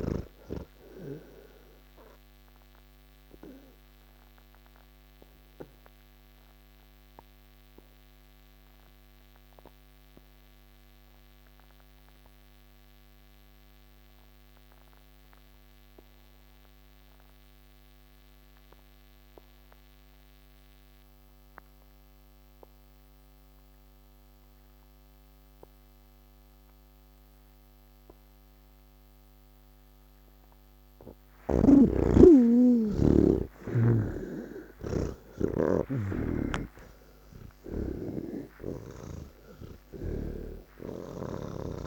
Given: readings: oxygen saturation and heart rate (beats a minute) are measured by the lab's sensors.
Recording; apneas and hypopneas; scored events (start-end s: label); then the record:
breathing in sleep by a microphone on the trachea; 1
0.00-11.00 s: oxygen desaturation (device-marked, oxygen 79% lowest, heart rate 46 extreme)
2.50-31.00 s: obstructive apnea (oxygen 99% before, 78% lowest, heart rate 121 before, 47 extreme)
25.00-41.87 s: oxygen desaturation (device-marked, oxygen 98% before, 79% lowest, heart rate 84 before, 94 extreme)
From the record:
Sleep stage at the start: N3 (deep sleep); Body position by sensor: on the back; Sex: male